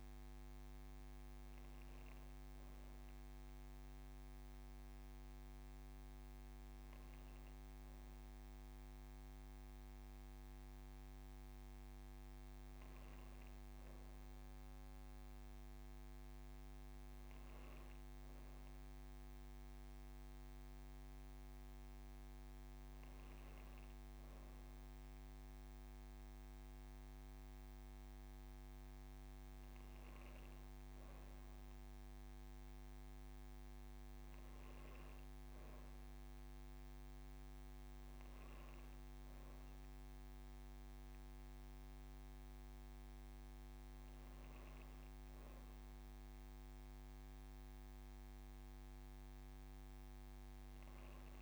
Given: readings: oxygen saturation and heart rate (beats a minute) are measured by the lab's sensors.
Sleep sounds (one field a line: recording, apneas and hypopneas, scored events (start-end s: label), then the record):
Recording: breathing in sleep, hard to hear, by a microphone on the trachea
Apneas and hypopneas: none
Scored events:
none scored
From the record:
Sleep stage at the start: N2 (light sleep)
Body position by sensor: on the back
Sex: female